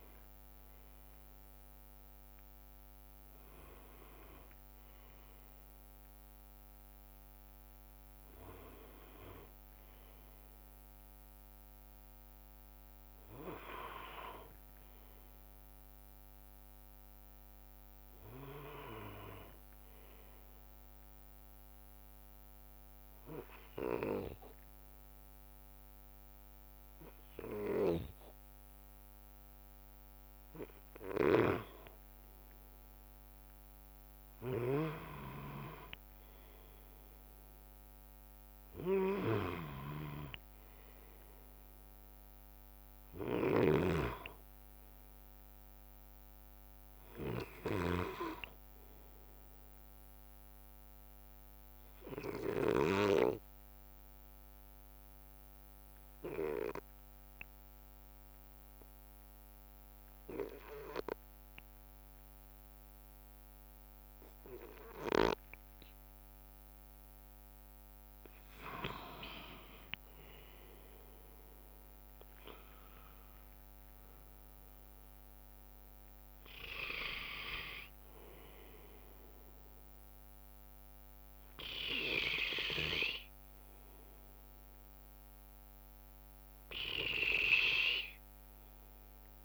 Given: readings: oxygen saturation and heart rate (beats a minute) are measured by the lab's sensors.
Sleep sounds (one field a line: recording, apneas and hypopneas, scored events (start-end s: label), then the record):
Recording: a person partly awake in a sleep study, by a microphone on the trachea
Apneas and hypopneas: 2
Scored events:
10.50-89.45 s: new sleep stage, N2 (light sleep)
21.50-31.50 s: obstructive apnea (oxygen 98% before, 92% lowest, heart rate 65 before, 61 extreme, up 2 after)
27.50-53.00 s: snoring (device-marked)
33.50-39.00 s: arousal
54.00-67.50 s: obstructive apnea (oxygen 97% before, 92% lowest, heart rate 64 before, 58 extreme, up 8 after)
71.00-75.50 s: arousal
72.50-89.45 s: oxygen desaturation (device-marked, oxygen 97% before, 92% lowest, heart rate 61 before, 58 extreme)
80.50-88.50 s: bradycardia (device-marked, heart rate 70 before, 58 extreme)
From the record:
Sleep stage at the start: awake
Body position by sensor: on the right side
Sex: male